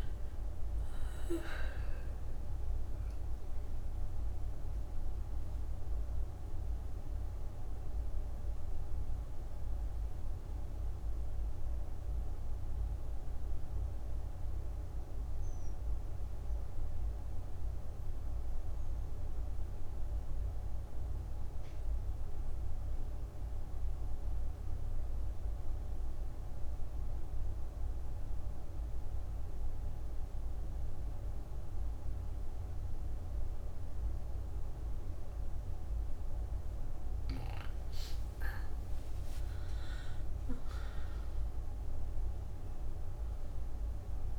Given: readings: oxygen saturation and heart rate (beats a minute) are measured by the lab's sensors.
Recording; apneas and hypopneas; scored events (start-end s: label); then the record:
breathing in sleep, hard to hear, by a room microphone; 1
9.00-36.50 s: obstructive apnea (oxygen 98% before, 85% lowest)
34.50-44.39 s: oxygen desaturation (device-marked, oxygen 99% before, 85% lowest)
38.00-43.00 s: arousal
From the record:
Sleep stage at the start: N2 (light sleep); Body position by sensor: on the back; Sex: female